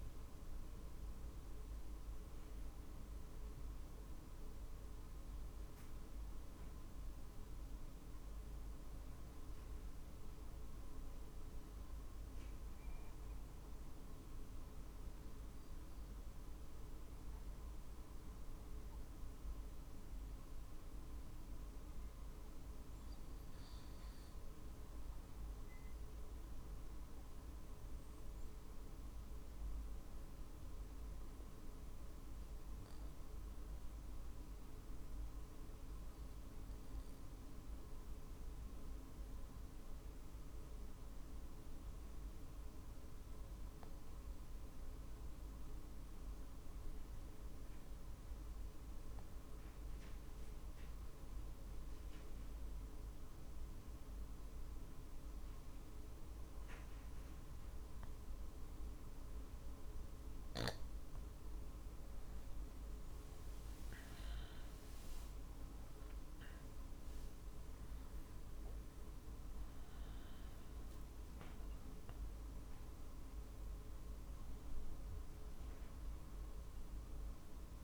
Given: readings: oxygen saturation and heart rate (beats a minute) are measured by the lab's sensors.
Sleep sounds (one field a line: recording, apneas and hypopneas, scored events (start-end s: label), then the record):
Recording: breathing in sleep, hard to hear, by a room microphone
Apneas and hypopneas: 1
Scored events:
0.00-7.50 s: drop in pulse transit time (device-marked, heart rate 50 extreme)
16.50-59.00 s: obstructive apnea (oxygen 96% before, 88% lowest, heart rate 51 before, 47 extreme, up 4 after)
62.50-67.50 s: arousal
66.50-77.84 s: drop in pulse transit time (device-marked, heart rate 48 before, 49 extreme)
68.00-70.00 s: long interval between heartbeats (device-marked, heart rate 48 before, 57 extreme)
From the record:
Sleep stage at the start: N2 (light sleep)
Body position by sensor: on the back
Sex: male